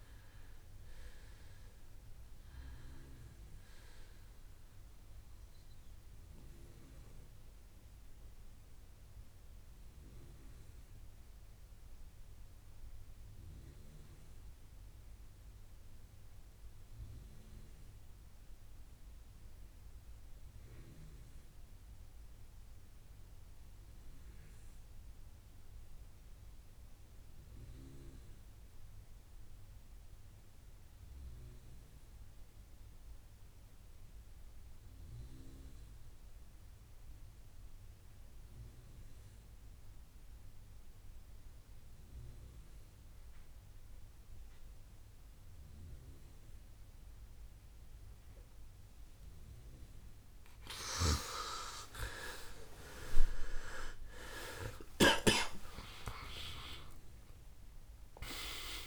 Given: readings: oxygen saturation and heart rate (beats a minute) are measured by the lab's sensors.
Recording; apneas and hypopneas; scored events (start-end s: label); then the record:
breathing in sleep by a room microphone; 1
0.00-22.50 s: oxygen desaturation (device-marked, oxygen 91% lowest, heart rate 56 extreme)
6.50-47.00 s: mixed apnea (oxygen 98% before, 86% lowest, heart rate 71 before, 56 extreme, up 21 after)
41.50-58.87 s: oxygen desaturation (device-marked, oxygen 98% before, 86% lowest, heart rate 60 before, 56 extreme)
51.00-56.00 s: arousal
From the record:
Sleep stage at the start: N2 (light sleep); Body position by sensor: on the right side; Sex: male